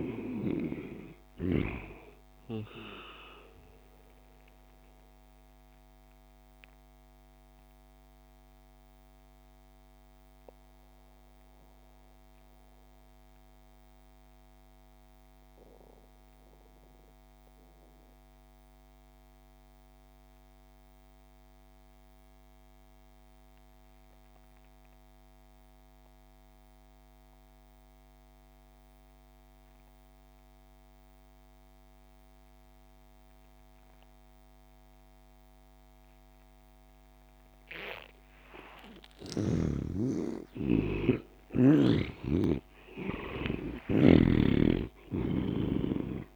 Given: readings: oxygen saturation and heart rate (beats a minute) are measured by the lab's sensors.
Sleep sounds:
breathing in sleep by a microphone on the trachea; 1
0.00-13.00 s: oxygen desaturation (device-marked, oxygen 83% lowest)
4.00-38.50 s: mixed apnea (oxygen 98% before, 82% lowest)
33.00-46.36 s: oxygen desaturation (device-marked, oxygen 98% before, 82% lowest)
39.50-44.50 s: arousal
From the record:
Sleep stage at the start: N2 (light sleep); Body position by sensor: on the back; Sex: male

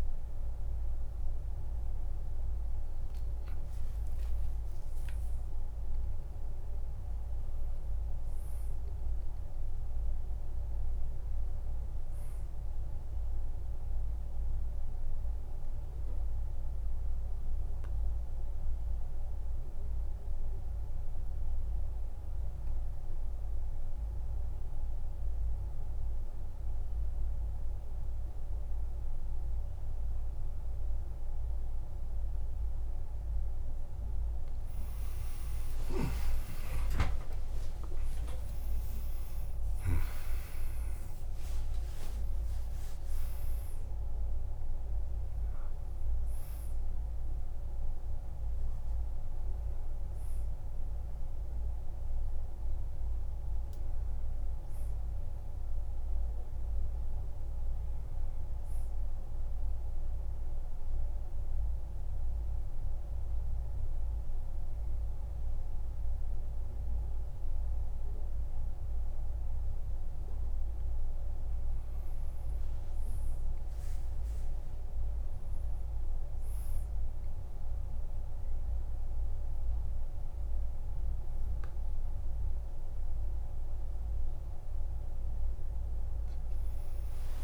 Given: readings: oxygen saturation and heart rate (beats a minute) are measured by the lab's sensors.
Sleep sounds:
breathing in sleep, hard to hear, by a room microphone; 2
4.00-6.00 s: long interval between heartbeats (device-marked, heart rate 53 before, 62 extreme)
4.50-8.00 s: arousal
14.50-34.50 s: obstructive apnea (oxygen 98% before, 88% lowest, heart rate 59 before, 51 extreme)
36.00-40.00 s: arousal
37.00-39.00 s: long interval between heartbeats (device-marked, heart rate 54 before, 80 extreme)
37.50-66.50 s: oxygen desaturation (device-marked, oxygen 97% before, 88% lowest, heart rate 55 before, 49 extreme)
38.50-44.50 s: tachycardia (device-marked, heart rate 58 before, 116 extreme)
41.00-43.00 s: long interval between heartbeats (device-marked, heart rate 61 before, 99 extreme)
43.50-45.50 s: long interval between heartbeats (device-marked, heart rate 69 before, 103 extreme)
59.50-71.50 s: central apnea (oxygen 97% before, 93% lowest, heart rate 79 before, 49 extreme, up 13 after)
72.00-76.50 s: arousal
83.50-87.44 s: oxygen desaturation (device-marked, oxygen 99% before, 95% lowest, heart rate 55 before, 48 extreme)
From the record:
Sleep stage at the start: N2 (light sleep); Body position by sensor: on the back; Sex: male

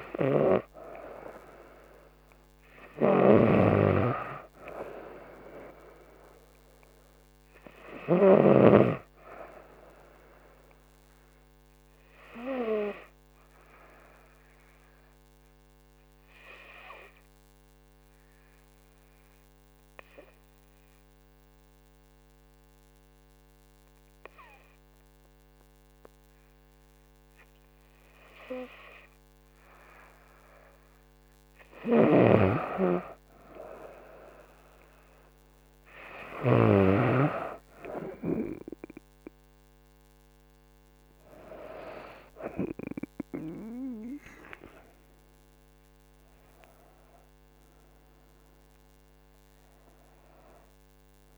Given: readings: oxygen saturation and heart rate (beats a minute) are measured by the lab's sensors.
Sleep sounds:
breathing in sleep by a microphone on the trachea; 1
0.00-19.50 s: oxygen desaturation (device-marked, oxygen 94% lowest, heart rate 67 extreme)
12.50-31.00 s: hypopnea (oxygen 98% before, 94% lowest, heart rate 70 before, 67 extreme, up 3 after)
34.50-37.00 s: arousal
From the record:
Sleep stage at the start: N2 (light sleep); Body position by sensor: on the right side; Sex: female

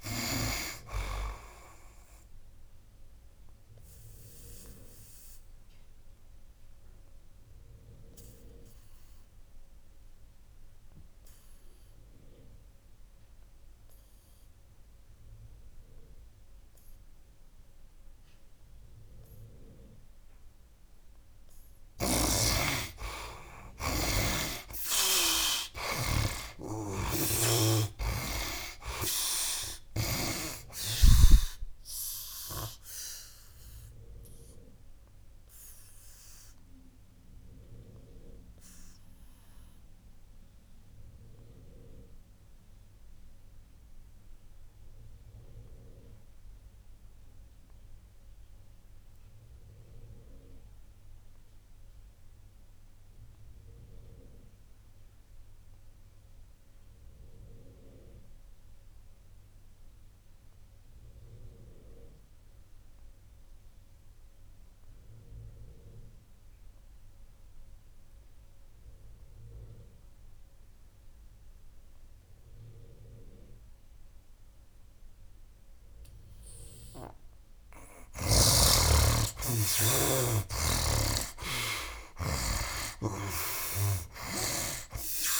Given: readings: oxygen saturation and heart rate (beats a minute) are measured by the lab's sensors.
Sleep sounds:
breathing in sleep by a room microphone; 2
0.00-17.00 s: oxygen desaturation (device-marked, oxygen 45% lowest, heart rate 72 extreme)
2.00-20.50 s: obstructive apnea (oxygen 79% before, 45% lowest, heart rate 80 before, 71 extreme, up 14 after)
22.00-48.00 s: oxygen desaturation (device-marked, oxygen 95% before, 63% lowest, heart rate 82 before, 71 extreme)
23.00-27.50 s: arousal
26.50-30.00 s: snoring (device-marked)
32.50-76.00 s: obstructive apnea (oxygen 95% before, 51% lowest, heart rate 82 before, 71 extreme, up 20 after)
50.00-85.40 s: oxygen desaturation (device-marked, oxygen 96% before, 51% lowest, heart rate 80 before, 71 extreme)
79.50-84.50 s: arousal
84.00-85.40 s: snoring (device-marked)
From the record:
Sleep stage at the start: REM sleep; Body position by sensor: on the back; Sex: male

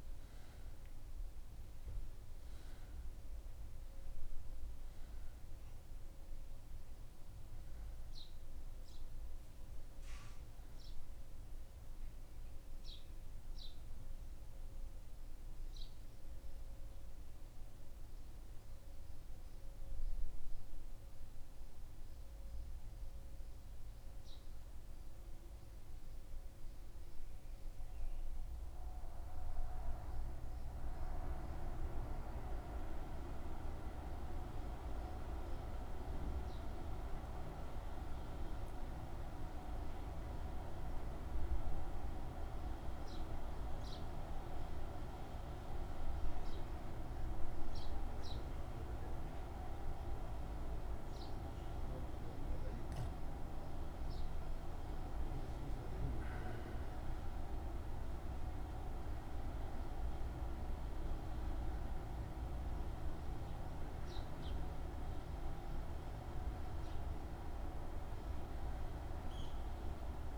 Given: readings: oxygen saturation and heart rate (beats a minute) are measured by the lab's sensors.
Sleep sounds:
breathing in sleep by a room microphone; 1
10.50-15.00 s: arousal
17.00-53.00 s: mixed apnea (oxygen 94% before, 92% lowest, heart rate 76 before, 73 extreme, up 3 after)
27.00-70.37 s: new sleep stage, N2 (light sleep)
37.00-55.00 s: oxygen desaturation (device-marked, oxygen 97% before, 92% lowest, heart rate 75 before, 74 extreme)
54.50-58.50 s: arousal
From the record:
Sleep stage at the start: N1 (lightest sleep); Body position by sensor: on the back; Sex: male

